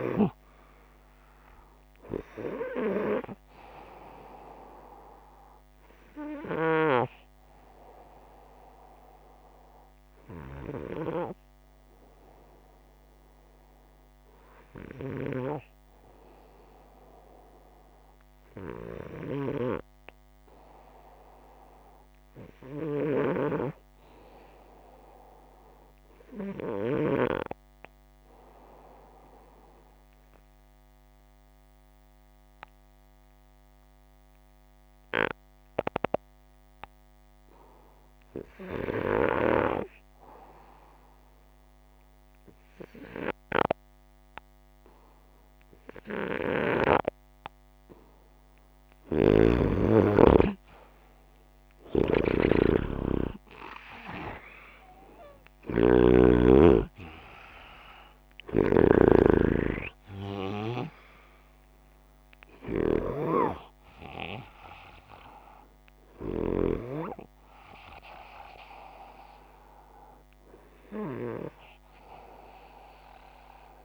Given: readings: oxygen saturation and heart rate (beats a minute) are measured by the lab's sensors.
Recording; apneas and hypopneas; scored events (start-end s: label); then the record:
breathing in sleep by a microphone on the trachea; 1
8.00-47.00 s: hypopnea (oxygen 91% before, 87% lowest, heart rate 120 before, 59 extreme)
42.50-51.50 s: oxygen desaturation (device-marked, oxygen 92% before, 88% lowest, heart rate 134 before, 90 extreme)
48.50-55.50 s: snoring (device-marked)
50.00-55.50 s: arousal
From the record:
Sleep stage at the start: N2 (light sleep); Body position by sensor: upright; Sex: male